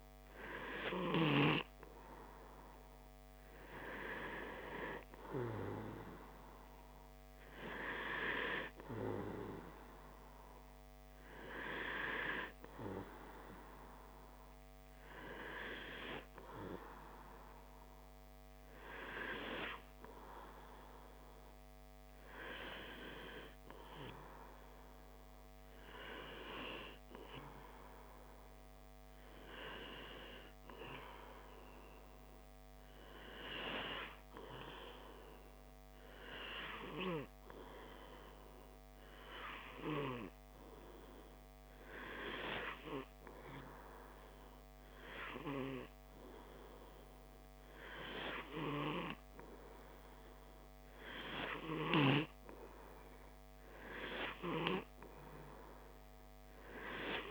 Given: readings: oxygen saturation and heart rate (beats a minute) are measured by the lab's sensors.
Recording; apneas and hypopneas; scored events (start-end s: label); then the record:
breathing in sleep by a microphone on the trachea; none
none scored
From the record:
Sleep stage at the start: N2 (light sleep); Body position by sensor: on the back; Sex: male